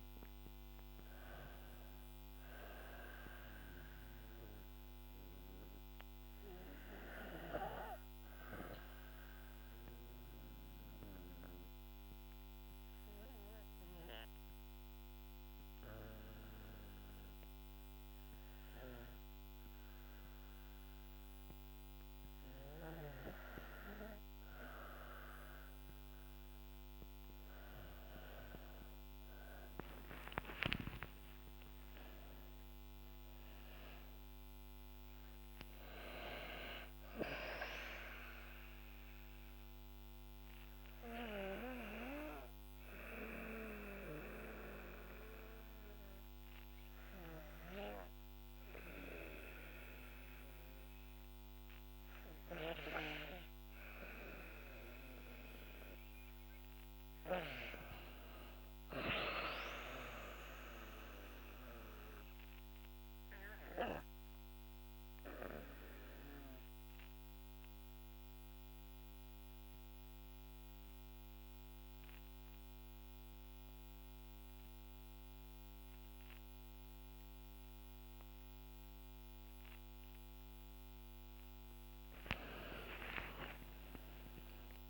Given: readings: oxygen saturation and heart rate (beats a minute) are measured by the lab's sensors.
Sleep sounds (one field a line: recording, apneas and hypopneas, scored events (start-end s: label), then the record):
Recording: breathing in sleep by a microphone on the trachea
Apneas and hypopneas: 3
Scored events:
0.00-18.50 s: oxygen desaturation (device-marked, oxygen 90% lowest, heart rate 51 extreme)
3.50-22.00 s: obstructive apnea (oxygen 99% before, 90% lowest, heart rate 58 before, 51 extreme, up 9 after)
28.00-32.50 s: arousal
29.50-52.50 s: oxygen desaturation (device-marked, oxygen 99% before, 94% lowest, heart rate 53 before, 48 extreme)
38.00-54.00 s: obstructive apnea (oxygen 99% before, 84% lowest, heart rate 58 before, 48 extreme, up 6 after)
56.00-59.50 s: arousal
61.50-72.50 s: oxygen desaturation (device-marked, oxygen 99% before, 94% lowest, heart rate 54 before, 47 extreme)
62.50-79.50 s: obstructive apnea (oxygen 99% before, 84% lowest, heart rate 54 before, 47 extreme, up 20 after)
79.50-84.90 s: oxygen desaturation (device-marked, oxygen 96% before, 92% lowest, heart rate 54 before, 52 extreme)
82.00-84.90 s: arousal
From the record:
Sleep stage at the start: N2 (light sleep)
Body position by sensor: on the back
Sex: female